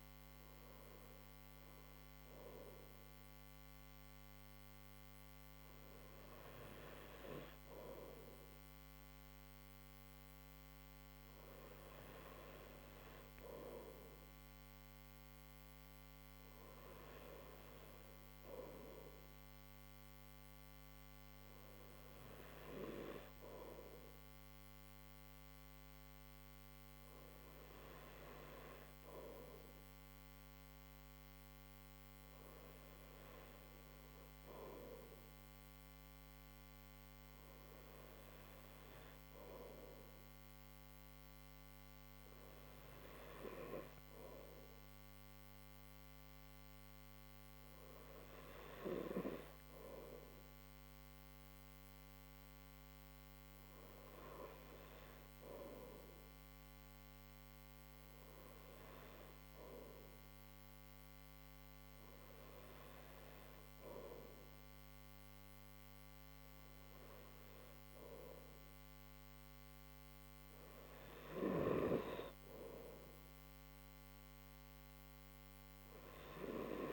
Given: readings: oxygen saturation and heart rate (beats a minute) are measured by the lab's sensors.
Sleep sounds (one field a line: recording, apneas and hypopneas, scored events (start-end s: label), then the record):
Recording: breathing in sleep by a microphone on the trachea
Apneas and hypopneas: none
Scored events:
none scored
From the record:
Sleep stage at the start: N1 (lightest sleep)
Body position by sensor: on the right side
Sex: male